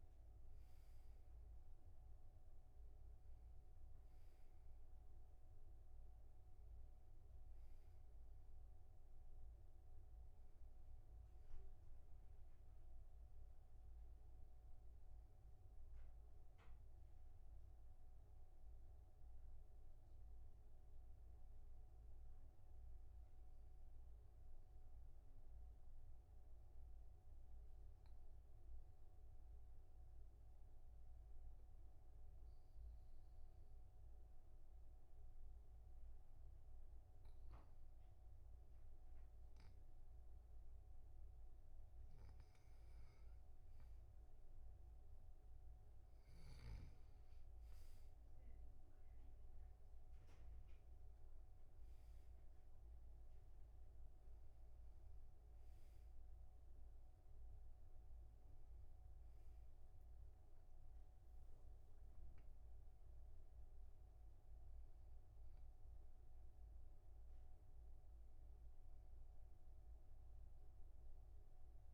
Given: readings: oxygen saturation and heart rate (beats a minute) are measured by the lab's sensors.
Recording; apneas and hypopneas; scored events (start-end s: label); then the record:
breathing in sleep, hard to hear, by a room microphone; 1
20.50-41.50 s: obstructive apnea (oxygen 98% before, 95% lowest, heart rate 51 before, 46 extreme, up 3 after)
44.50-48.50 s: arousal
48.50-71.94 s: oxygen desaturation (device-marked, oxygen 98% before, 95% lowest, heart rate 48 before, 44 extreme)
From the record:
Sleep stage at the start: N2 (light sleep); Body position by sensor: on the back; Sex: male